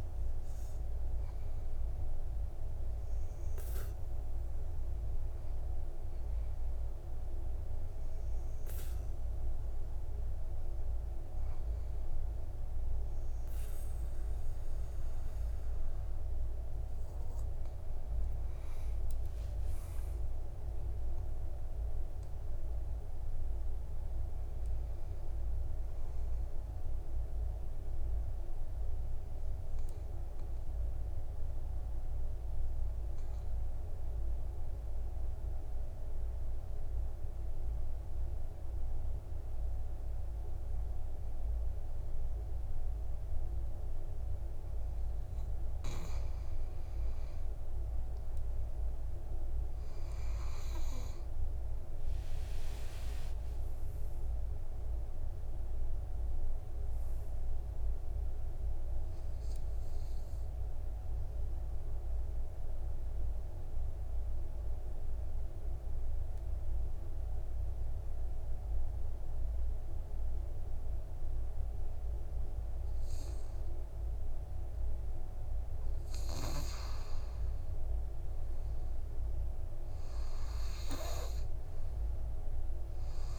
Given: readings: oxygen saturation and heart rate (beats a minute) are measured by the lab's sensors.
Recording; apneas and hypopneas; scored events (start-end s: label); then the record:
breathing in sleep, hard to hear, by a room microphone; 2
0.00-7.00 s: oxygen desaturation (device-marked, oxygen 99% before, 96% lowest, heart rate 54 before, 47 extreme)
19.00-23.50 s: arousal
27.50-44.50 s: obstructive apnea (oxygen 99% before, 94% lowest, heart rate 56 before, 48 extreme, up 12 after)
52.50-56.00 s: arousal
53.50-55.50 s: long interval between heartbeats (device-marked, heart rate 53 before, 69 extreme)
56.00-70.00 s: oxygen desaturation (device-marked, oxygen 99% before, 95% lowest, heart rate 55 before, 52 extreme)
59.50-75.50 s: obstructive apnea (oxygen 99% before, 94% lowest, heart rate 58 before, 52 extreme, up 5 after)
76.50-80.00 s: arousal
From the record:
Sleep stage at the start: N2 (light sleep); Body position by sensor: on the back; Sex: male